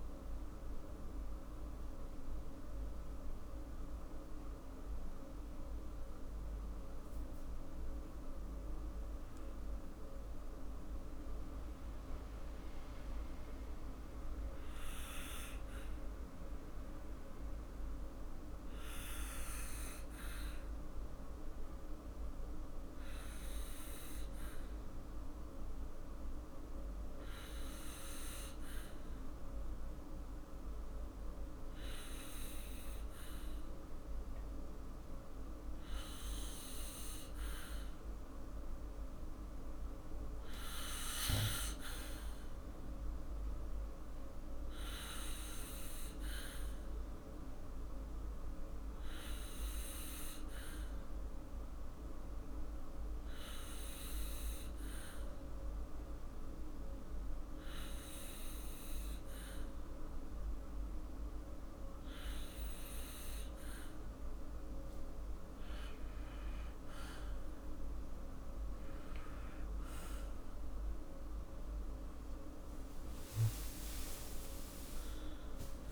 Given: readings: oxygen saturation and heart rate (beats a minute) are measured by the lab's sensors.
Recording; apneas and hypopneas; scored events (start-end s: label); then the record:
breathing in sleep, hard to hear, by a room microphone; 1
0.50-64.50 s: mixed apnea (oxygen 100% before, 94% lowest, heart rate 56 before, 53 extreme, up 7 after)
39.50-72.50 s: oxygen desaturation (device-marked, oxygen 100% before, 94% lowest, heart rate 55 before, 55 extreme)
59.50-75.92 s: new sleep stage, awake
From the record:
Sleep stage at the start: N2 (light sleep); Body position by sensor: on the back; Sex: male